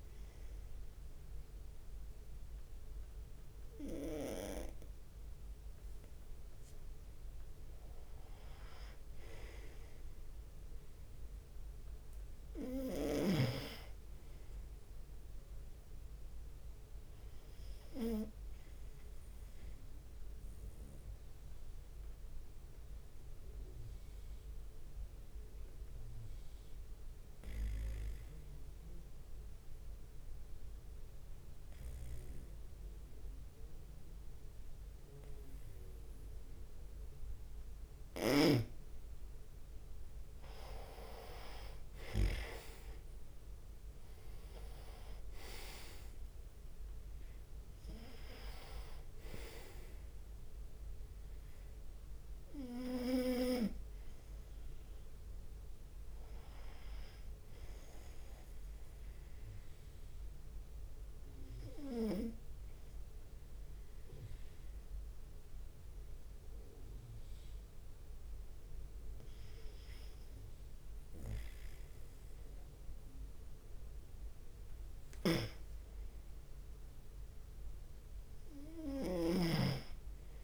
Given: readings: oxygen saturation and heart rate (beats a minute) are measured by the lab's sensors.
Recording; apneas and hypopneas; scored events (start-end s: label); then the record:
breathing in sleep by a room microphone; 2
11.00-20.00 s: drop in pulse transit time (device-marked, heart rate 67 before, 65 extreme)
14.00-16.50 s: leg movement (device-marked)
20.00-38.50 s: obstructive apnea (oxygen 97% before, 90% lowest, heart rate 65 before, 63 extreme, up 5 after)
28.00-29.50 s: leg movement (device-marked)
40.00-53.00 s: drop in pulse transit time (device-marked, heart rate 65 before, 66 extreme)
40.00-67.00 s: oxygen desaturation (device-marked, oxygen 95% before, 90% lowest, heart rate 65 before, 66 extreme)
40.50-45.00 s: arousal
48.50-49.50 s: leg movement (device-marked)
60.00-76.00 s: obstructive apnea (oxygen 95% before, 90% lowest, heart rate 71 before, 66 extreme, up 44 after)
63.00-65.00 s: long interval between heartbeats (device-marked, heart rate 71 before, 73 extreme)
72.00-78.00 s: tachycardia (device-marked, heart rate 68 before, 111 extreme)
75.50-77.50 s: long interval between heartbeats (device-marked, heart rate 70 before, 110 extreme)
75.50-78.00 s: leg movement (device-marked)
75.50-80.44 s: snoring (device-marked)
From the record:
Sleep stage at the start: N2 (light sleep); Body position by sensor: on the right side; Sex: male